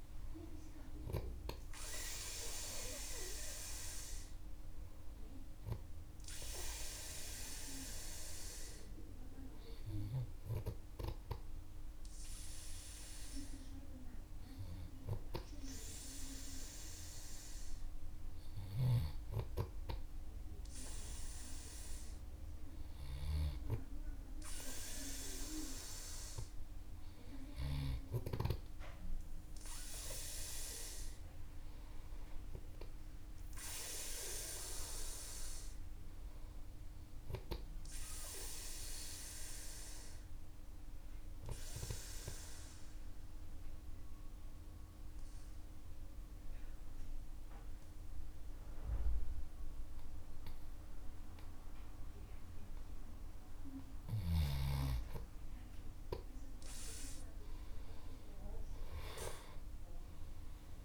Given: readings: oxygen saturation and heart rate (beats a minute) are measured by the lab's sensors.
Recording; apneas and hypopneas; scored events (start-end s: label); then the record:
breathing in sleep by a room microphone; 1
42.50-53.50 s: mixed apnea (oxygen 96% before, 94% lowest, heart rate 55 before, 48 extreme, up 15 after)
58.00-60.85 s: arousal
From the record:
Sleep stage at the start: N2 (light sleep); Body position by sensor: on the back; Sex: male